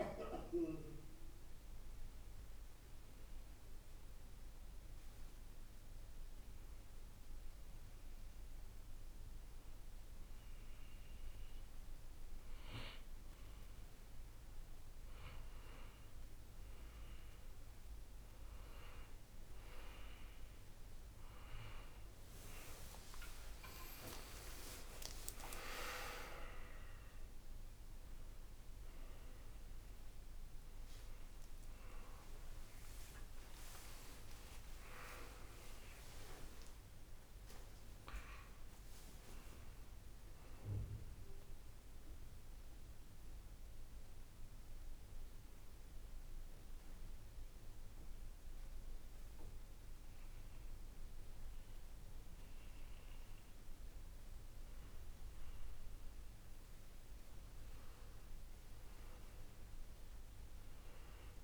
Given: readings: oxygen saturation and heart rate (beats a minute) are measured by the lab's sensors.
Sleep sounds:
breathing in sleep by a room microphone; 2
1.00-14.50 s: obstructive apnea (oxygen 94% before, 89% lowest, heart rate 81 before, 52 extreme, up 5 after)
19.50-29.50 s: oxygen desaturation (device-marked, oxygen 99% before, 92% lowest, heart rate 63 before, 53 extreme)
22.50-27.00 s: arousal
41.50-54.50 s: mixed apnea (oxygen 99% before, 93% lowest, heart rate 67 before, 53 extreme, up 5 after)
56.50-60.00 s: arousal
58.50-61.44 s: oxygen desaturation (device-marked, oxygen 99% before, 93% lowest, heart rate 59 before, 56 extreme)
From the record:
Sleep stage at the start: N2 (light sleep); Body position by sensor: on the right side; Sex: male

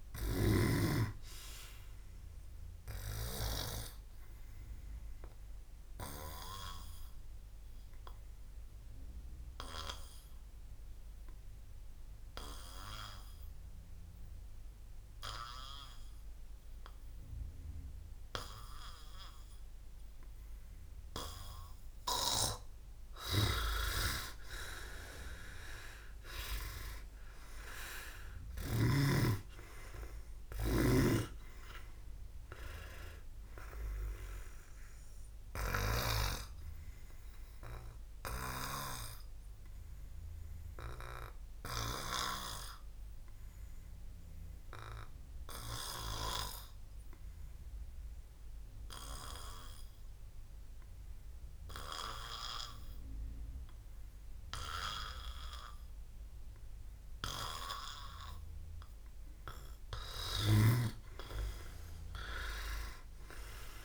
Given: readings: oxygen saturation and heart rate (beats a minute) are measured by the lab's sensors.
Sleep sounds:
breathing in sleep by a room microphone; 2
2.50-22.00 s: obstructive apnea (oxygen 98% before, 92% lowest, heart rate 79 before, 30 extreme, up 55 after)
18.50-23.50 s: oxygen desaturation (device-marked, oxygen 95% before, 92% lowest, heart rate 55 before, 30 extreme)
25.00-29.50 s: arousal
31.00-36.50 s: snoring (device-marked)
35.50-45.50 s: oxygen desaturation (device-marked, oxygen 99% before, 93% lowest, heart rate 86 before, 38 extreme)
36.00-59.50 s: obstructive apnea (oxygen 99% before, 93% lowest, heart rate 86 before, 29 extreme)
62.00-63.84 s: arousal
From the record:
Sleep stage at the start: N2 (light sleep); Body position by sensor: on the back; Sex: male

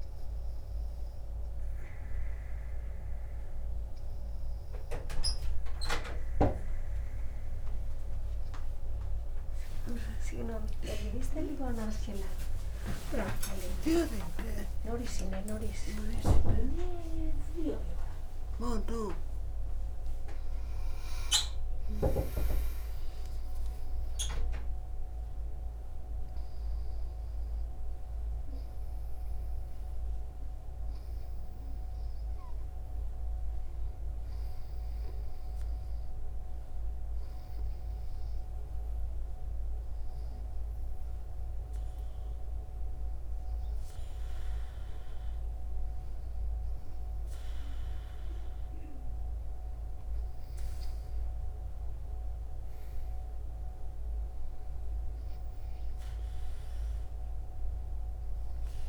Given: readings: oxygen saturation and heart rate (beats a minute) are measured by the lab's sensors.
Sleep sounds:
breathing in sleep by a room microphone; none
8.50-14.00 s: arousal
14.00-58.89 s: new sleep stage, N2 (light sleep)
From the record:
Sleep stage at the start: N3 (deep sleep); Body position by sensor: on the back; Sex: female

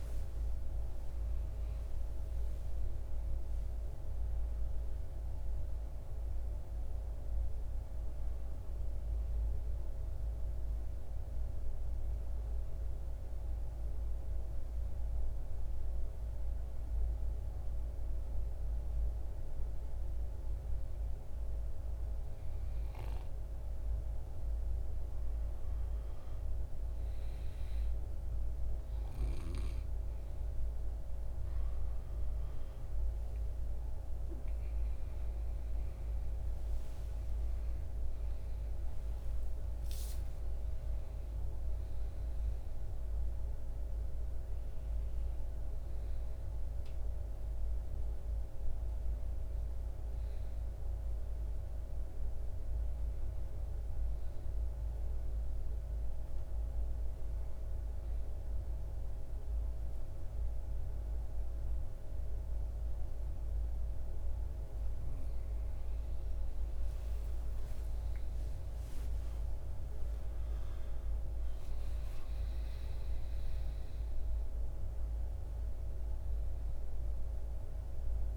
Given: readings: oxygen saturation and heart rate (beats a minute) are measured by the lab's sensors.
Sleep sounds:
breathing in sleep, hard to hear, by a room microphone; 2
9.50-78.37 s: new sleep stage, N2 (light sleep)
10.00-23.50 s: hypopnea (oxygen 94% before, 88% lowest, heart rate 64 before, 59 extreme, up 6 after)
29.50-52.50 s: oxygen desaturation (device-marked, oxygen 93% before, 88% lowest, heart rate 61 before, 56 extreme)
39.50-43.50 s: arousal
55.00-66.50 s: hypopnea (oxygen 95% before, 89% lowest, heart rate 70 before, 56 extreme, up 11 after)
69.50-74.00 s: arousal
73.50-78.37 s: oxygen desaturation (device-marked, oxygen 95% before, 89% lowest, heart rate 59 before, 56 extreme)
From the record:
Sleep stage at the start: N1 (lightest sleep); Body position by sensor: on the back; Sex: male

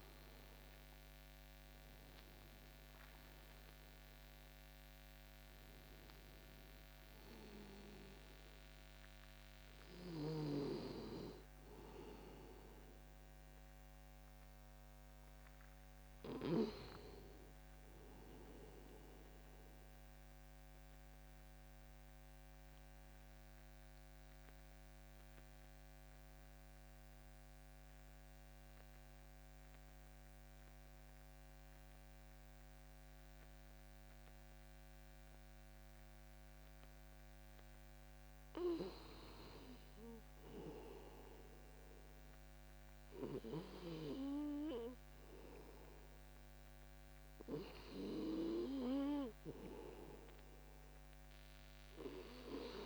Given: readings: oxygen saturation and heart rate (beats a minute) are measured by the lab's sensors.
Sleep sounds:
breathing in sleep by a microphone on the trachea; 1
2.50-19.50 s: oxygen desaturation (device-marked, oxygen 96% before, 90% lowest, heart rate 54 before, 30 extreme)
19.50-37.00 s: mixed apnea (oxygen 96% before, 94% lowest)
30.50-52.86 s: new sleep stage, N2 (light sleep)
39.00-43.50 s: arousal
50.50-52.86 s: oxygen desaturation (device-marked, oxygen 99% before, 95% lowest, heart rate 62 before, 32 extreme)
From the record:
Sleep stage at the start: REM sleep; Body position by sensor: on the back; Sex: male

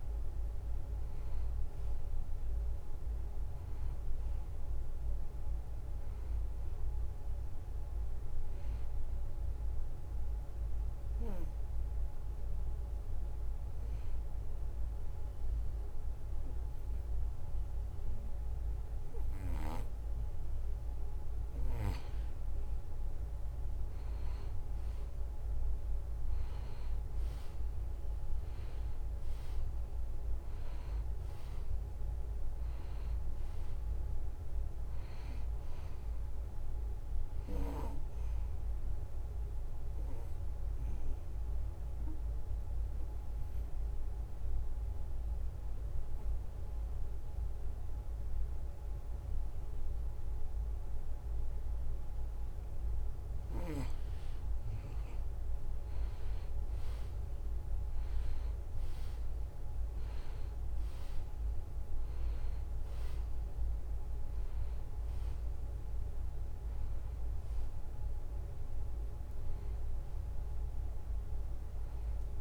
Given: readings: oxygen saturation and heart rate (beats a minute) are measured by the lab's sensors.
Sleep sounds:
breathing in sleep, hard to hear, by a room microphone; 2
0.00-11.50 s: oxygen desaturation (device-marked, oxygen 90% lowest, heart rate 70 extreme)
0.50-4.00 s: arousal
9.50-21.00 s: obstructive apnea (oxygen 94% before, 88% lowest, heart rate 74 before, 70 extreme, up 0 after)
24.50-29.00 s: arousal
27.50-48.50 s: oxygen desaturation (device-marked, oxygen 95% before, 89% lowest, heart rate 72 before, 70 extreme)
40.00-53.00 s: obstructive apnea (oxygen 95% before, 88% lowest, heart rate 72 before, 70 extreme, up 3 after)
55.50-60.00 s: arousal
58.50-72.41 s: oxygen desaturation (device-marked, oxygen 95% before, 88% lowest, heart rate 71 before, 70 extreme)
From the record:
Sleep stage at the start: N2 (light sleep); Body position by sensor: on the back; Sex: male

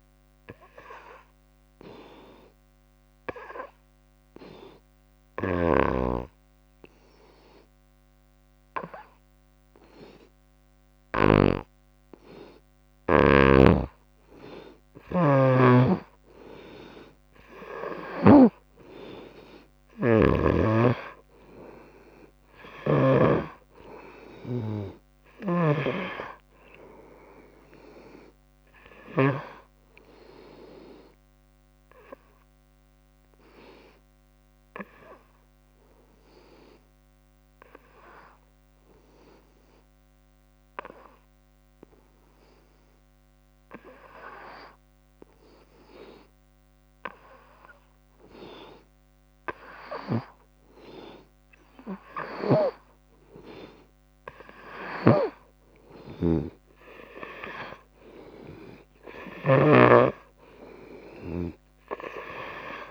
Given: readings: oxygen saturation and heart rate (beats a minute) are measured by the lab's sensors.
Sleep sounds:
breathing in sleep by a microphone on the trachea; 2
0.00-5.00 s: oxygen desaturation (device-marked, oxygen 92% lowest, heart rate 69 extreme)
2.00-12.50 s: obstructive apnea (oxygen 96% before, 88% lowest, heart rate 71 before, 67 extreme, up 2 after)
5.50-11.50 s: snoring (device-marked)
13.00-42.00 s: oxygen desaturation (device-marked, oxygen 95% before, 88% lowest, heart rate 73 before, 67 extreme)
13.50-18.50 s: snoring (device-marked)
16.00-20.00 s: arousal
25.50-29.50 s: snoring (device-marked)
32.00-46.00 s: obstructive apnea (oxygen 95% before, 89% lowest, heart rate 70 before, 67 extreme, up 4 after)
48.00-51.00 s: arousal
53.00-62.91 s: oxygen desaturation (device-marked, oxygen 96% before, 89% lowest, heart rate 68 before, 62 extreme)
55.00-62.91 s: snoring (device-marked)
From the record:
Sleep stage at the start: N2 (light sleep); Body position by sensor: on the right side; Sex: female

